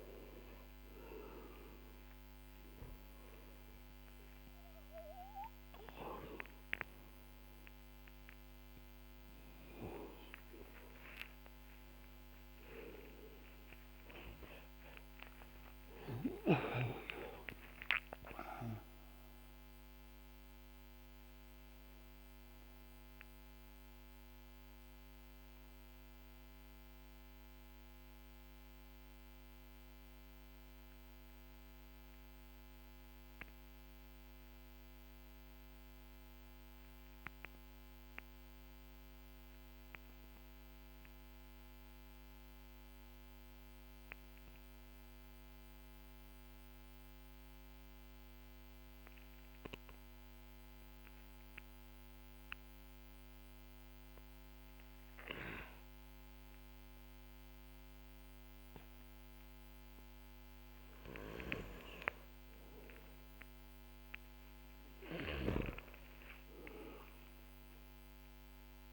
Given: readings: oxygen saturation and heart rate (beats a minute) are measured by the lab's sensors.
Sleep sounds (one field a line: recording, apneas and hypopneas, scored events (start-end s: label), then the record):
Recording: breathing in sleep by a microphone on the trachea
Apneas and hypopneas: 1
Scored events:
0.00-3.00 s: oxygen desaturation (device-marked, oxygen 96% lowest, heart rate 53 extreme)
20.00-46.00 s: oxygen desaturation (device-marked, oxygen 95% before, 91% lowest, heart rate 61 before, 44 extreme)
36.00-60.50 s: obstructive apnea (oxygen 95% before, 92% lowest, heart rate 55 before, 41 extreme, up 8 after)
62.50-65.50 s: arousal
64.50-68.93 s: snoring (device-marked)
From the record:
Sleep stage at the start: N2 (light sleep)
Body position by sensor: on the back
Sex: male